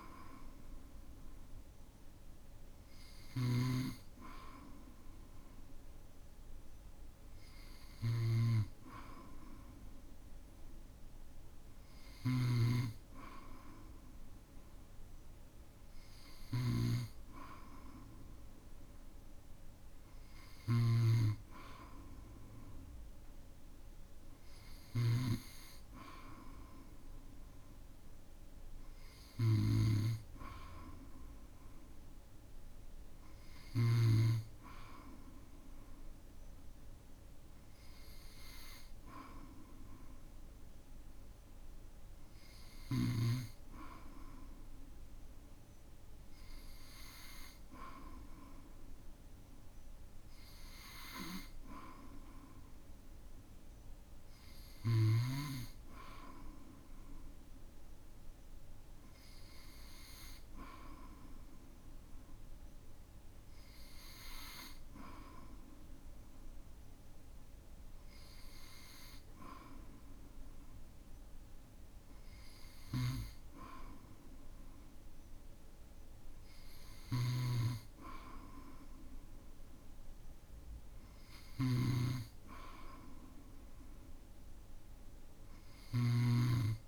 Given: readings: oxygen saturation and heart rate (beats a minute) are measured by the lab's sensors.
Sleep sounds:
breathing in sleep by a room microphone; none
0.00-34.00 s: snoring (device-marked)
54.00-56.00 s: long interval between heartbeats (device-marked, heart rate 58 before, 63 extreme)
77.00-86.00 s: snoring (device-marked)
From the record:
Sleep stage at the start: N2 (light sleep); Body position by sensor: on the back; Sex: male

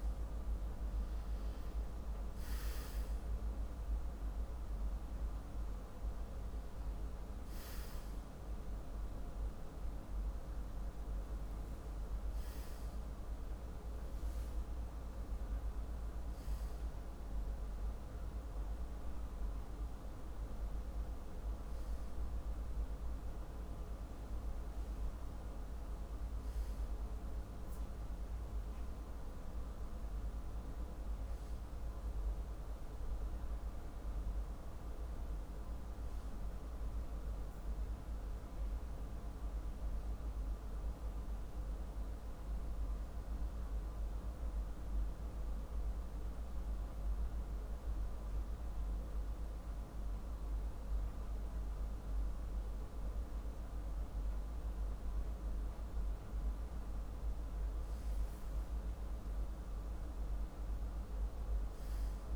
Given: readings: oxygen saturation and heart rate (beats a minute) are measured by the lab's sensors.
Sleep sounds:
a person partly awake in a sleep study, hard to hear, by a room microphone; 1
15.00-62.36 s: new sleep stage, N2 (light sleep)
39.50-54.00 s: hypopnea (oxygen 98% before, 96% lowest, heart rate 51 before, 48 extreme, up 1 after)
55.50-60.50 s: arousal
From the record:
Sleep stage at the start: awake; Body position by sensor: on the back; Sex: male

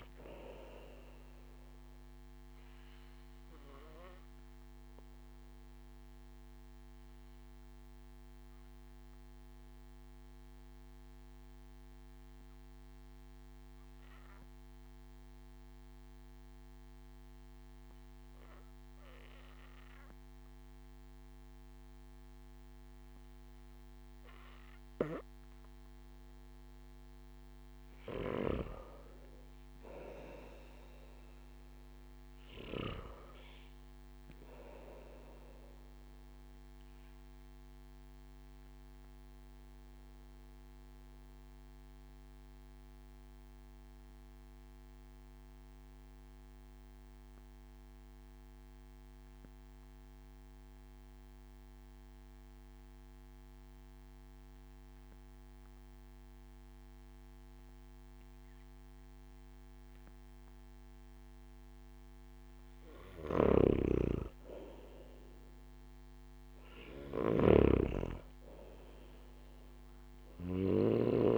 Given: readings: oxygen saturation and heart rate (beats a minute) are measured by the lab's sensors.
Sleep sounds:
breathing in sleep by a microphone on the trachea; 2
0.00-19.50 s: oxygen desaturation (device-marked, oxygen 93% lowest)
6.50-26.50 s: obstructive apnea (oxygen 98% before, 93% lowest)
28.00-31.50 s: arousal
38.00-61.50 s: obstructive apnea (oxygen 97% before, 93% lowest)
63.00-71.00 s: snoring (device-marked)
63.50-71.38 s: oxygen desaturation (device-marked, oxygen 97% before, 93% lowest)
64.00-66.50 s: arousal
From the record:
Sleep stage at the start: N2 (light sleep); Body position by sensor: on the back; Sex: male

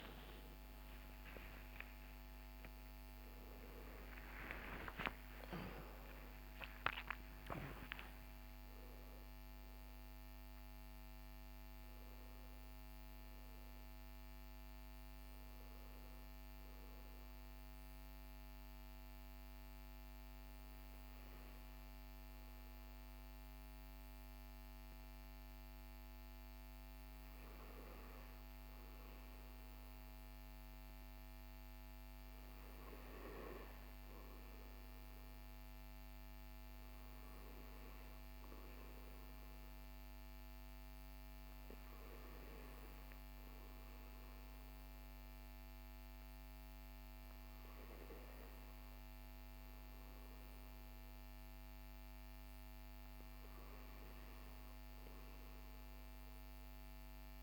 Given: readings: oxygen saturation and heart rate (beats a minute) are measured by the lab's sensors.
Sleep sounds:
breathing in sleep by a microphone on the trachea; none
0.00-6.00 s: arousal
25.00-57.43 s: new sleep stage, N2 (light sleep)
From the record:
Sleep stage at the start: N1 (lightest sleep); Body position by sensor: on the back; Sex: male

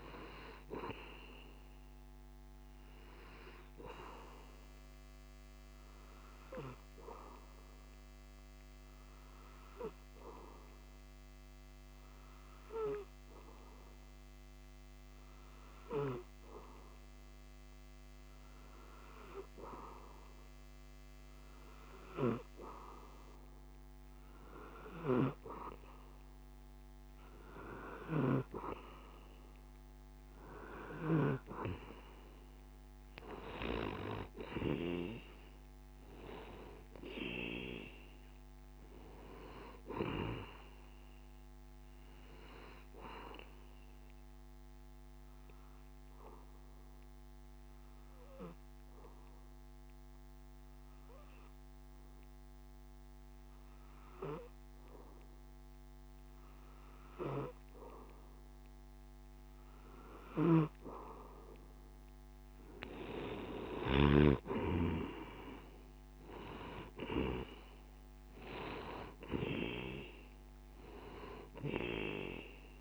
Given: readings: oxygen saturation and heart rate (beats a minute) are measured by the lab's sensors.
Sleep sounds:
breathing in sleep by a microphone on the trachea; 2
5.50-19.00 s: obstructive apnea (oxygen 95% before, 92% lowest)
22.50-26.00 s: arousal
45.00-58.50 s: obstructive apnea (oxygen 95% before, 92% lowest)
60.00-64.50 s: snoring (device-marked)
67.00-71.00 s: arousal
From the record:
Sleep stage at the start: N2 (light sleep); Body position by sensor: on the back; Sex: male

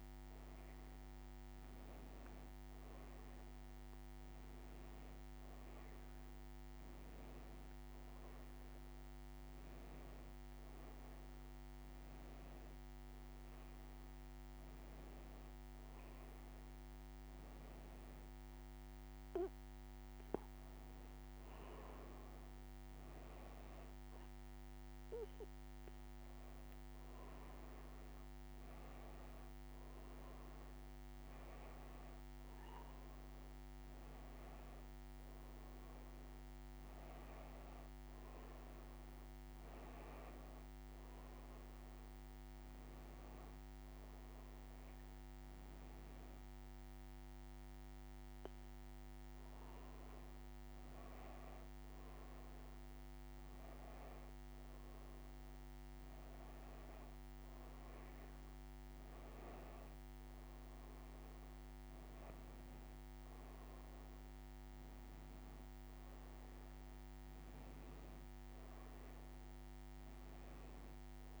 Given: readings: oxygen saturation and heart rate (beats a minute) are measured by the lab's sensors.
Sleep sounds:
breathing in sleep, hard to hear, by a microphone on the trachea; none
none scored
From the record:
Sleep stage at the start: N2 (light sleep); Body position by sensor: on the back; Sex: female

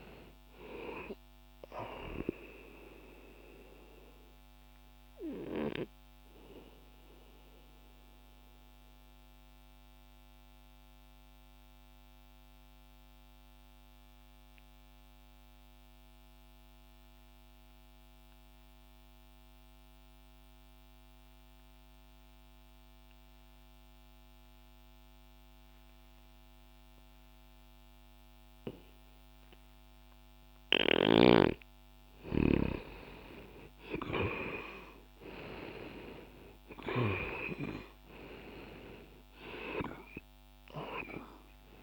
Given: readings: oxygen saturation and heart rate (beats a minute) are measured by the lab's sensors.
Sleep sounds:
breathing in sleep by a microphone on the trachea; 1
0.00-28.50 s: oxygen desaturation (device-marked, oxygen 83% lowest, heart rate 59 extreme)
7.00-31.00 s: mixed apnea (oxygen 98% before, 83% lowest, heart rate 63 before, 59 extreme, up 10 after)
31.50-36.00 s: arousal
39.50-41.83 s: oxygen desaturation (device-marked, oxygen 98% before, 91% lowest, heart rate 63 before, 60 extreme)
From the record:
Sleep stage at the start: N2 (light sleep); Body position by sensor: on the back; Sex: male

